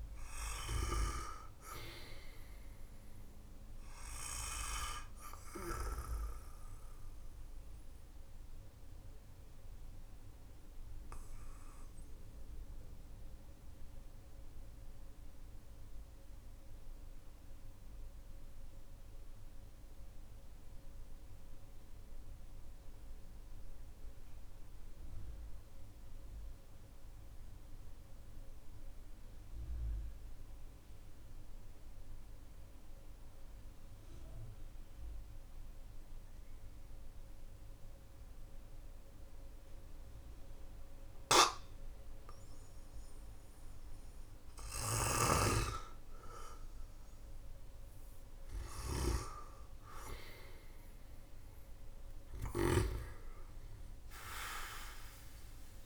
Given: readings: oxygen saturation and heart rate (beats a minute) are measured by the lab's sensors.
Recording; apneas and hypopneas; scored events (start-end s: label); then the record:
breathing in sleep by a room microphone; 1
4.50-27.50 s: oxygen desaturation (device-marked, oxygen 97% before, 94% lowest, heart rate 58 before, 47 extreme)
7.50-44.00 s: obstructive apnea (oxygen 99% before, 92% lowest, heart rate 55 before, 48 extreme, up 12 after)
46.50-51.50 s: arousal
52.00-55.86 s: snoring (device-marked)
52.50-55.86 s: oxygen desaturation (device-marked, oxygen 97% before, 92% lowest, heart rate 57 before, 45 extreme)
From the record:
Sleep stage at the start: N2 (light sleep); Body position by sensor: on the back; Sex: male